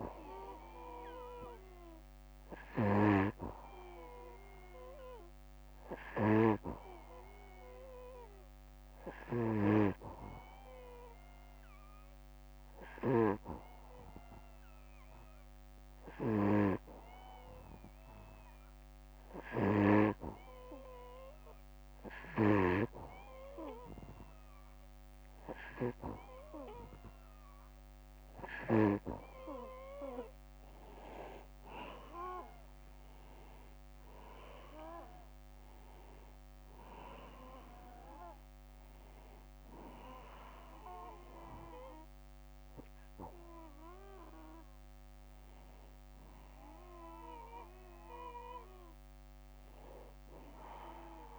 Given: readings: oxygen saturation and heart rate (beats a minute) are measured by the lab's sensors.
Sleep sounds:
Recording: breathing in sleep by a microphone on the trachea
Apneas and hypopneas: 1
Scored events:
8.50-26.50 s: hypopnea (oxygen 94% before, 91% lowest, heart rate 63 before, 61 extreme, up 7 after)
31.00-34.50 s: arousal
From the record:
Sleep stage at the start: N2 (light sleep)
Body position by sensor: on the back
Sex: male

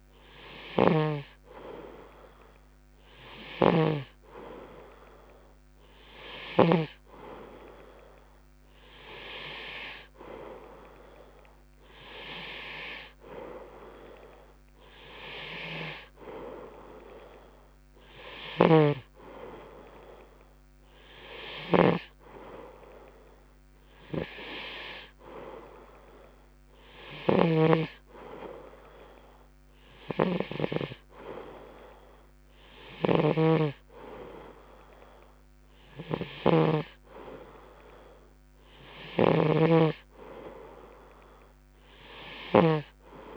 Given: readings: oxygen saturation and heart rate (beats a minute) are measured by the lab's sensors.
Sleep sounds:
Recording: breathing in sleep by a microphone on the trachea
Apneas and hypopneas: none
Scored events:
1.00-7.50 s: snoring (device-marked)
19.00-43.37 s: snoring (device-marked)
From the record:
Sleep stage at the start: N2 (light sleep)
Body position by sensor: on the right side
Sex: male

